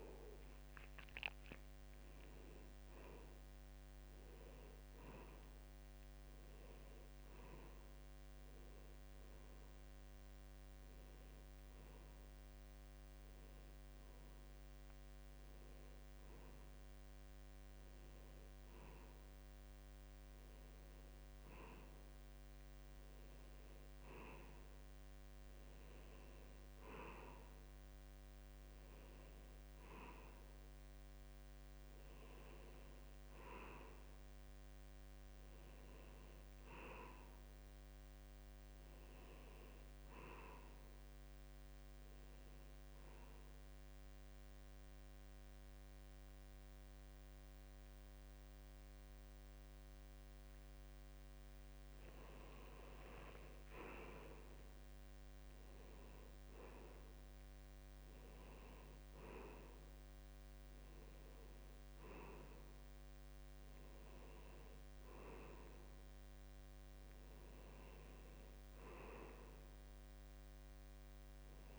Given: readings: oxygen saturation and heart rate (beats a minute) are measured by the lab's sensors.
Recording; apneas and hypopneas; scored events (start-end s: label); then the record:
breathing in sleep by a microphone on the trachea; 1
9.00-22.00 s: hypopnea (oxygen 92% before, 90% lowest, heart rate 88 before, 73 extreme)
24.00-27.00 s: arousal
53.50-57.50 s: arousal
From the record:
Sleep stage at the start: N2 (light sleep); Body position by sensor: on the back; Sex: male